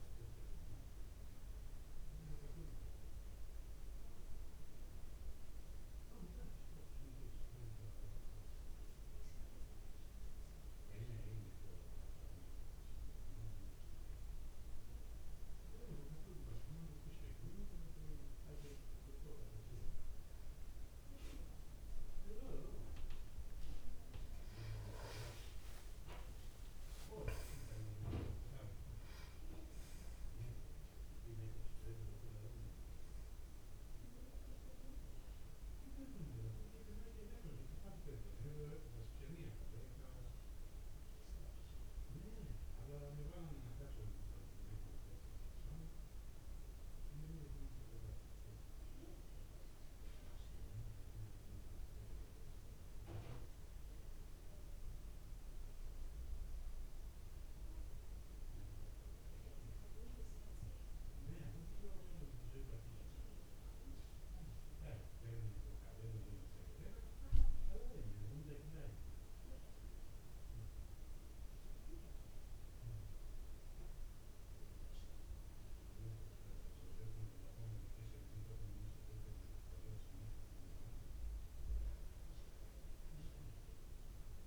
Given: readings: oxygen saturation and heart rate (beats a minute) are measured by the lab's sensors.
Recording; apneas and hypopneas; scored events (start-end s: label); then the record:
breathing in sleep by a room microphone; 1
6.00-16.00 s: hypopnea (oxygen 96% before, 93% lowest)
15.00-33.00 s: tachycardia (device-marked, heart rate 56 before, 166 extreme)
25.00-28.50 s: arousal
75.00-84.47 s: new sleep stage, N2 (light sleep)
From the record:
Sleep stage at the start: N1 (lightest sleep); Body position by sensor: on the back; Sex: male